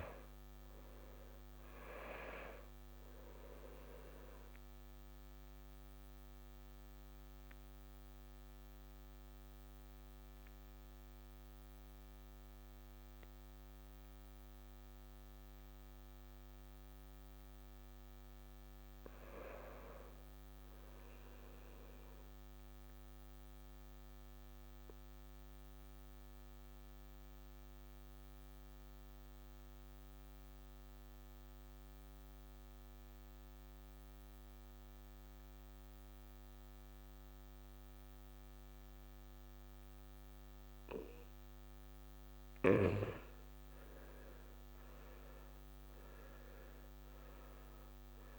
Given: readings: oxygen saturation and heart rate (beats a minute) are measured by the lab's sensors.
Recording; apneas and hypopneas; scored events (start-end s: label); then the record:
breathing in sleep by a microphone on the trachea; 2
0.00-14.50 s: oxygen desaturation (device-marked, oxygen 83% lowest, heart rate 52 extreme)
4.00-16.50 s: obstructive apnea (oxygen 97% before, 83% lowest, heart rate 66 before, 62 extreme, up 3 after)
18.50-21.50 s: arousal
23.50-40.50 s: obstructive apnea (oxygen 99% before, 83% lowest, heart rate 66 before, 62 extreme, up 7 after)
30.50-48.39 s: oxygen desaturation (device-marked, oxygen 98% before, 83% lowest, heart rate 65 before, 62 extreme)
43.00-47.00 s: arousal
From the record:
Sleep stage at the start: N2 (light sleep); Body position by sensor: on the back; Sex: male